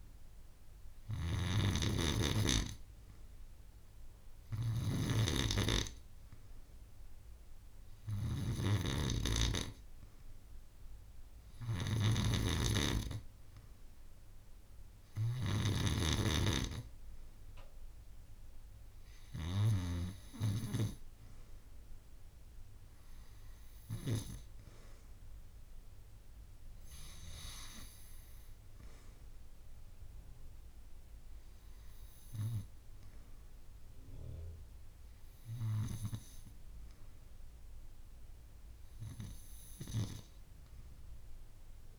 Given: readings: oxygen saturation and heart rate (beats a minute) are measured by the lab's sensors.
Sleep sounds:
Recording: breathing in sleep by a room microphone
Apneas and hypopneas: none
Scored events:
none scored
From the record:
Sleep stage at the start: N2 (light sleep)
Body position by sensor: on the back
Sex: female

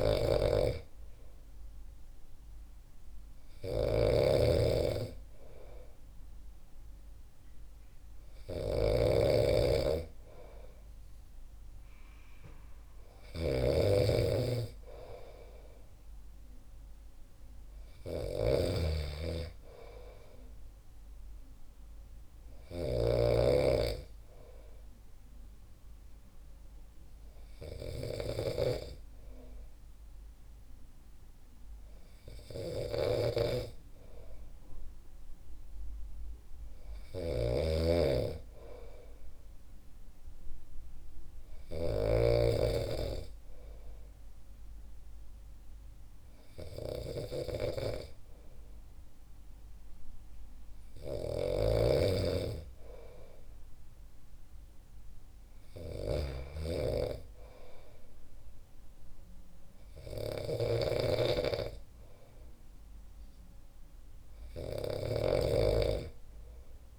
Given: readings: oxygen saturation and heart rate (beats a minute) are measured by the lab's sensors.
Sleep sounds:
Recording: breathing in sleep by a room microphone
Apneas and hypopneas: none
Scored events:
0.00-66.99 s: snoring (device-marked)
From the record:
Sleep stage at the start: N2 (light sleep)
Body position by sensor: on the back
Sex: male

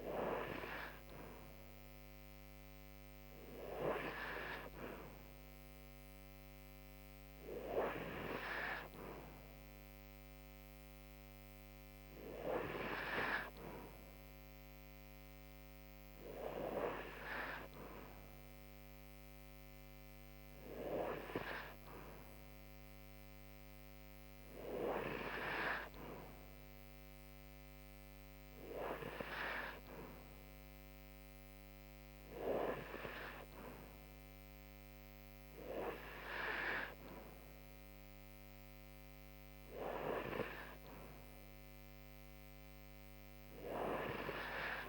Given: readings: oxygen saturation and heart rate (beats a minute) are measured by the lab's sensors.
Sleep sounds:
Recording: breathing in sleep by a microphone on the trachea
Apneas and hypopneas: none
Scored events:
none scored
From the record:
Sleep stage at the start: N2 (light sleep)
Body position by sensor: on the right side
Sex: female

